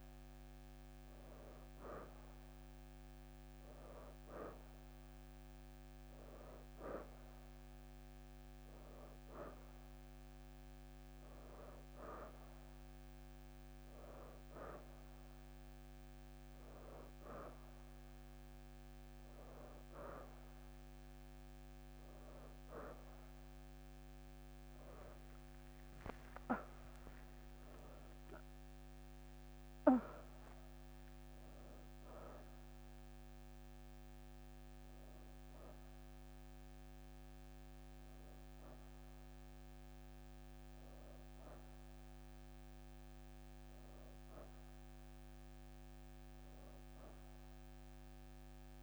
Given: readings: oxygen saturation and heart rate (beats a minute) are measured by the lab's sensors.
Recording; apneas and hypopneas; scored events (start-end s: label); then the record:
breathing in sleep by a microphone on the trachea; none
24.50-29.00 s: arousal
26.50-30.00 s: leg movement (device-marked)
From the record:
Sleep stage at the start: N1 (lightest sleep); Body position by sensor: on the right side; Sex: female